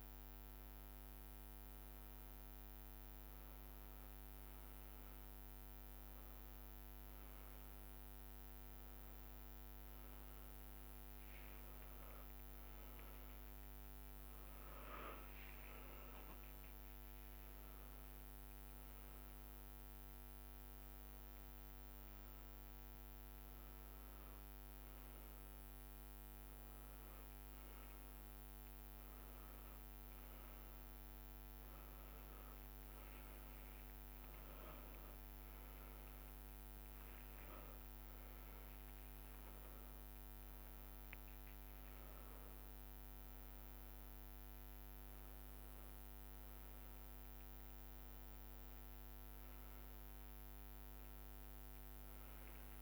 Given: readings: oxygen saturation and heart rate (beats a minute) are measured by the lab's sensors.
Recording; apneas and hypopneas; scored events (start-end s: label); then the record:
a person awake in a sleep study, hard to hear, by a microphone on the trachea; none
27.00 s: drop in pulse transit time (device-marked)
37.50-39.50 s: long interval between heartbeats (device-marked, heart rate 83 before, 93 extreme)
From the record:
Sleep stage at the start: awake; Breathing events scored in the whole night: 200 in 4.2 hours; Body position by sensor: upright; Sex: male